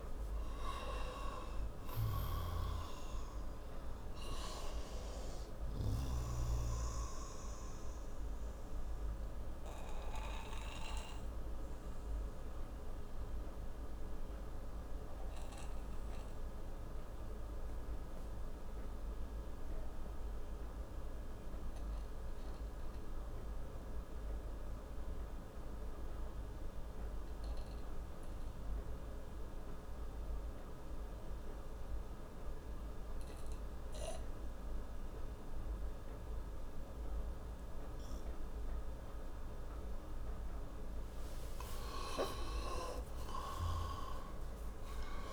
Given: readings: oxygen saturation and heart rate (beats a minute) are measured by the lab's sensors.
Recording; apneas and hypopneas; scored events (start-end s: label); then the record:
breathing in sleep by a room microphone; 1
0.00-23.50 s: oxygen desaturation (device-marked, oxygen 88% lowest)
7.50-40.00 s: obstructive apnea (oxygen 96% before, 88% lowest)
38.50-45.33 s: oxygen desaturation (device-marked, oxygen 98% before, 91% lowest)
41.50-45.33 s: arousal
From the record:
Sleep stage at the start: N2 (light sleep); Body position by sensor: on the right side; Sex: male